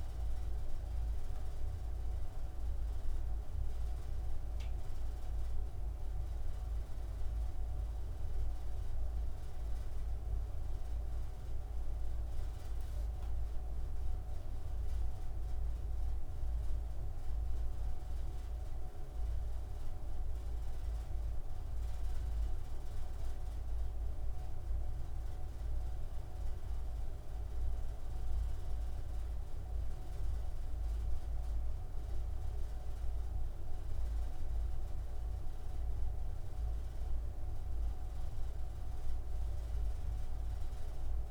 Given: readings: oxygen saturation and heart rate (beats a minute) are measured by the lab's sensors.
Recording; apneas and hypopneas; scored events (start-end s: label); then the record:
breathing in sleep, hard to hear, by a room microphone; none
0.00-1.00 s: arousal
From the record:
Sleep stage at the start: N2 (light sleep); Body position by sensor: on the front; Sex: male